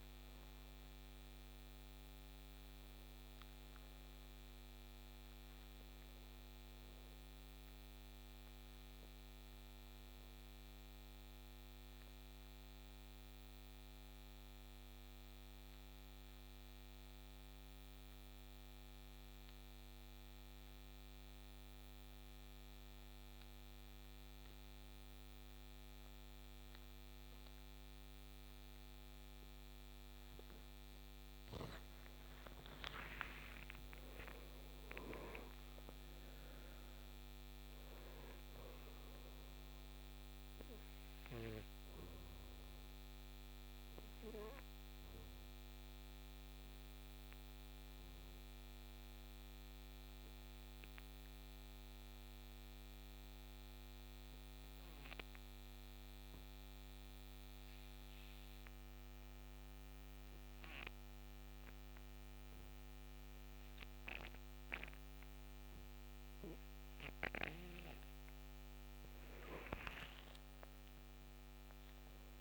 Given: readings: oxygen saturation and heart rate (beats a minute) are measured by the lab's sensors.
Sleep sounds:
breathing in sleep by a microphone on the trachea; 2
0.00-19.50 s: oxygen desaturation (device-marked, oxygen 89% lowest, heart rate 54 extreme)
8.50-30.00 s: obstructive apnea (oxygen 97% before, 88% lowest, heart rate 75 before, 53 extreme, up 41 after)
31.50-36.00 s: arousal
31.50-60.50 s: oxygen desaturation (device-marked, oxygen 98% before, 89% lowest, heart rate 58 before, 53 extreme)
43.00-66.00 s: obstructive apnea (oxygen 98% before, 88% lowest, heart rate 72 before, 55 extreme, up 4 after)
68.00-72.41 s: arousal
68.50-72.41 s: oxygen desaturation (device-marked, oxygen 98% before, 88% lowest, heart rate 61 before, 55 extreme)
From the record:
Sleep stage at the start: N2 (light sleep); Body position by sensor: on the right side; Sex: male

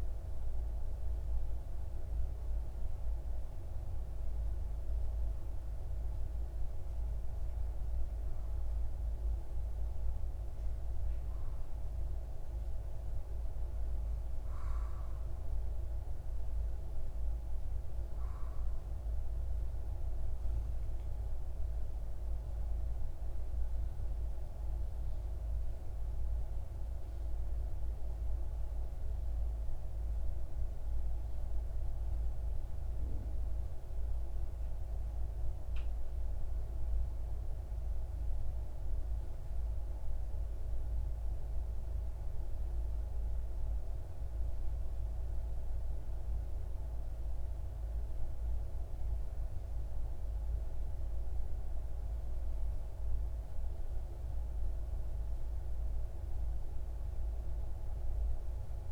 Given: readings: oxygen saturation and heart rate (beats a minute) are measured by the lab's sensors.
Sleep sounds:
breathing in sleep, hard to hear, by a room microphone; none
none scored
From the record:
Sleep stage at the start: N3 (deep sleep); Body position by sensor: on the left side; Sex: male

